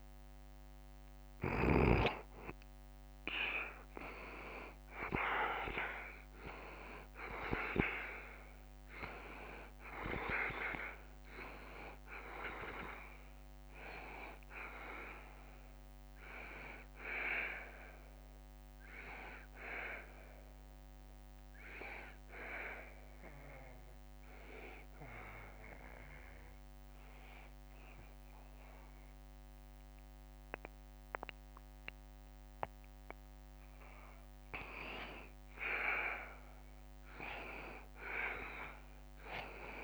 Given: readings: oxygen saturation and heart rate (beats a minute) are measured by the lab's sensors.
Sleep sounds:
breathing in sleep by a microphone on the trachea; 1
4.50-28.50 s: oxygen desaturation (device-marked, oxygen 94% before, 90% lowest, heart rate 71 before, 71 extreme)
18.00-33.00 s: obstructive apnea (oxygen 94% before, 88% lowest, heart rate 72 before, 71 extreme, up 1 after)
36.50-39.50 s: arousal
From the record:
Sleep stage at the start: N2 (light sleep); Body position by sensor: on the back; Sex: male

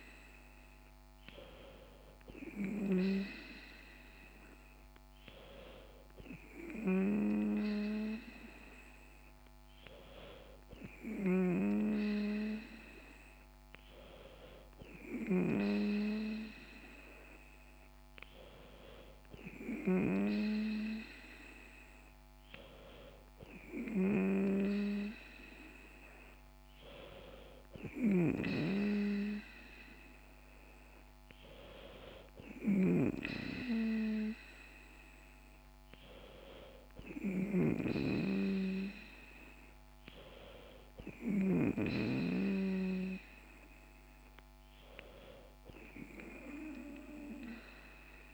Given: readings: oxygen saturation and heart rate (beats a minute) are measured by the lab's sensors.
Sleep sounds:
breathing in sleep by a microphone on the trachea; none
none scored
From the record:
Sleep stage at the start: N2 (light sleep); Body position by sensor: on the back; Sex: female

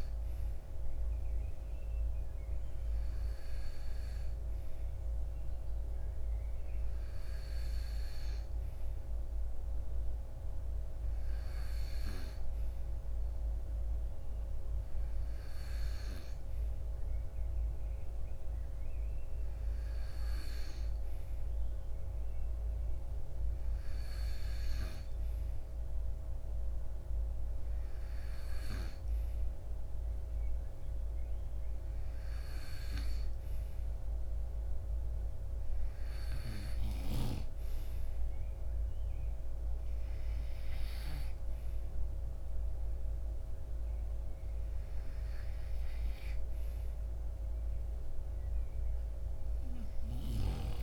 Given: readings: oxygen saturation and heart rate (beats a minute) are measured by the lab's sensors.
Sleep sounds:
breathing in sleep by a room microphone; none
49.50-50.83 s: snoring (device-marked)
From the record:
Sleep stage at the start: N2 (light sleep); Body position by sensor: on the right side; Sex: male

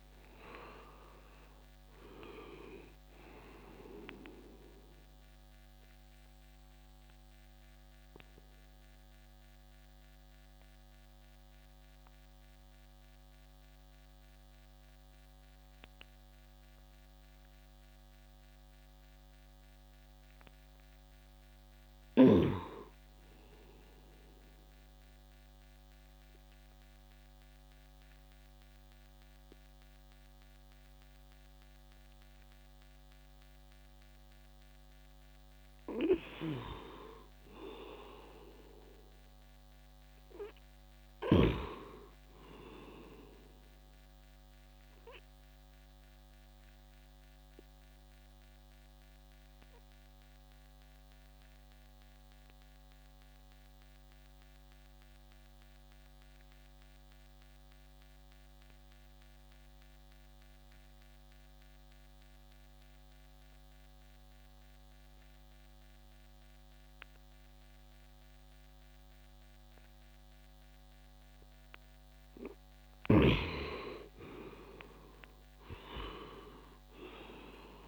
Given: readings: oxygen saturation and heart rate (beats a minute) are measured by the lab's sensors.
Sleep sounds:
breathing in sleep by a microphone on the trachea; 2
0.00-25.50 s: oxygen desaturation (device-marked, oxygen 85% lowest, heart rate 53 extreme)
9.00-21.50 s: mixed apnea (oxygen 98% before, 85% lowest, heart rate 68 before, 53 extreme, up 4 after)
25.50-30.00 s: arousal
45.00-72.00 s: obstructive apnea (oxygen 99% before, 87% lowest, heart rate 59 before, 58 extreme, up 18 after)
71.50-77.88 s: oxygen desaturation (device-marked, oxygen 97% before, 87% lowest, heart rate 63 before, 58 extreme)
74.00-77.88 s: arousal
From the record:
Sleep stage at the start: N2 (light sleep); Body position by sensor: on the back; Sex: male

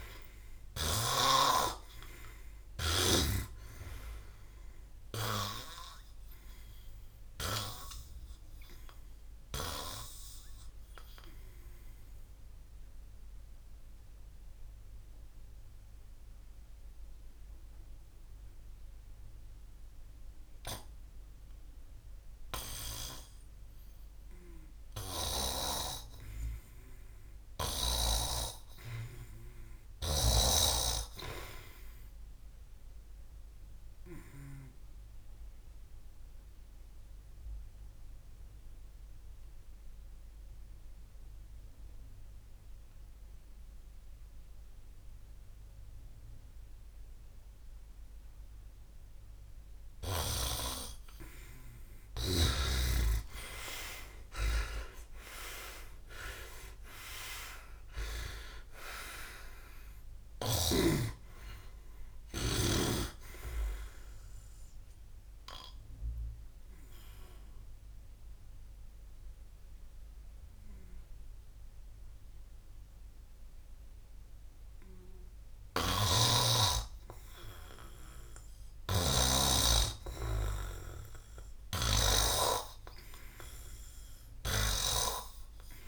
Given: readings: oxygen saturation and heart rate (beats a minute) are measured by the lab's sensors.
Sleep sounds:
breathing in sleep by a room microphone; 3
0.00-3.00 s: snoring (device-marked)
3.50-8.50 s: arousal
6.50-35.50 s: oxygen desaturation (device-marked, oxygen 97% before, 86% lowest, heart rate 68 before, 54 extreme)
13.50-25.00 s: obstructive apnea (oxygen 97% before, 86% lowest, heart rate 70 before, 54 extreme, up 6 after)
28.00-32.00 s: arousal
35.00-50.00 s: obstructive apnea (oxygen 97% before, 91% lowest, heart rate 59 before, 57 extreme, up 42 after)
51.50-56.00 s: arousal
67.00-77.00 s: obstructive apnea (oxygen 97% before, 94% lowest, heart rate 75 before, 57 extreme, up 7 after)
75.50-82.00 s: snoring (device-marked)
79.50-84.50 s: arousal
From the record:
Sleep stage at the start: N2 (light sleep); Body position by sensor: on the back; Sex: male

